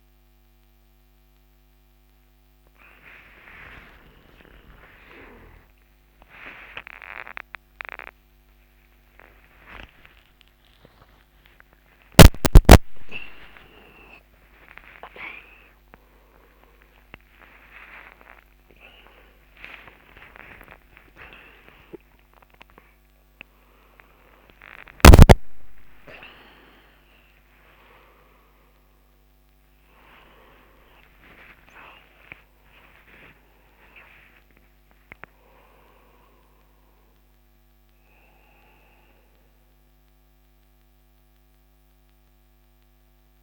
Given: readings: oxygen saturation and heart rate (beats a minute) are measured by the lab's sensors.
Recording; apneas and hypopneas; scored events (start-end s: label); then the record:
a person awake in a sleep study, by a microphone on the trachea; none
none scored
From the record:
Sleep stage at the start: awake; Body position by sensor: on the back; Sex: male